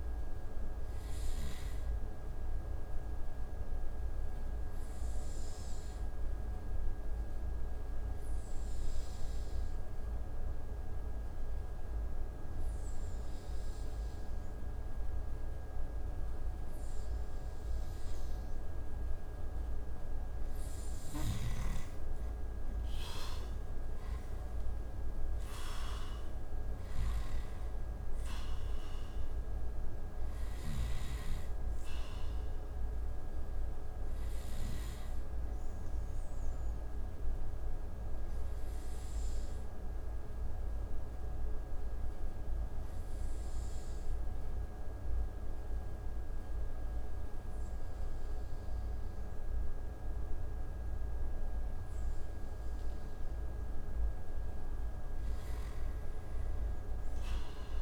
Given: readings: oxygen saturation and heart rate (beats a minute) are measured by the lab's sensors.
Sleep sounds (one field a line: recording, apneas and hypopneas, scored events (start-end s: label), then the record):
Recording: breathing in sleep, hard to hear, by a room microphone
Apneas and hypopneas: 2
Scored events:
0.00-13.50 s: oxygen desaturation (device-marked, oxygen 89% lowest)
2.00-19.00 s: obstructive apnea (oxygen 95% before, 87% lowest)
21.00-24.50 s: arousal
27.50-50.50 s: oxygen desaturation (device-marked, oxygen 94% before, 87% lowest)
36.50-53.00 s: obstructive apnea (oxygen 94% before, 87% lowest)
From the record:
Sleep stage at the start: N2 (light sleep)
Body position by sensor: on the right side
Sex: male